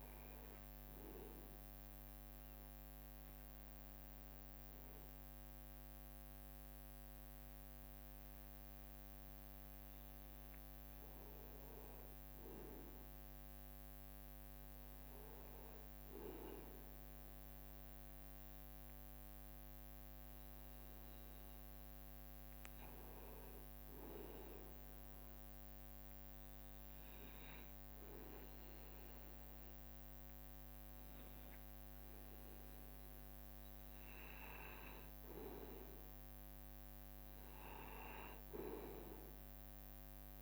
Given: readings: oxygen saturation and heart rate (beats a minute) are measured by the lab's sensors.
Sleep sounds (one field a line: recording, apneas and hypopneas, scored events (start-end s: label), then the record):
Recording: breathing in sleep by a microphone on the trachea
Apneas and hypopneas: 1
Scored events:
0.00-5.00 s: arousal
9.50-10.50 s: leg movement (device-marked)
18.00-24.00 s: leg movement (device-marked)
25.00-36.00 s: obstructive apnea (oxygen 94% before, 91% lowest, heart rate 68 before, 69 extreme, up 1 after)
38.50-40.42 s: arousal
From the record:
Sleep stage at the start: N2 (light sleep)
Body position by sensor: on the right side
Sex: male